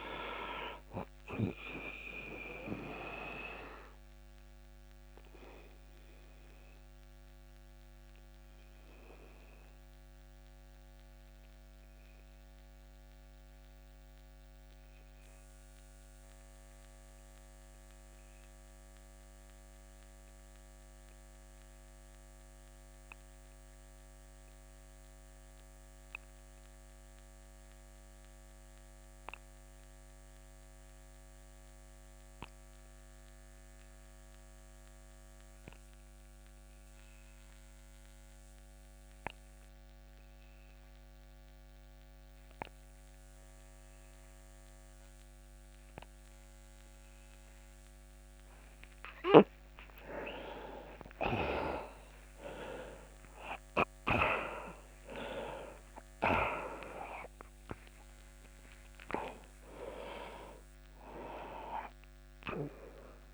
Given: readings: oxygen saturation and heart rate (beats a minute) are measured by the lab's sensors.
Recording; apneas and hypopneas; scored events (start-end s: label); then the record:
breathing in sleep by a microphone on the trachea; 1
0.00-22.50 s: oxygen desaturation (device-marked, oxygen 83% lowest)
2.50-49.50 s: obstructive apnea (oxygen 97% before, 82% lowest)
40.50-63.33 s: oxygen desaturation (device-marked, oxygen 98% before, 82% lowest)
52.00-55.50 s: arousal
From the record:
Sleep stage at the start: N2 (light sleep); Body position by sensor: on the back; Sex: male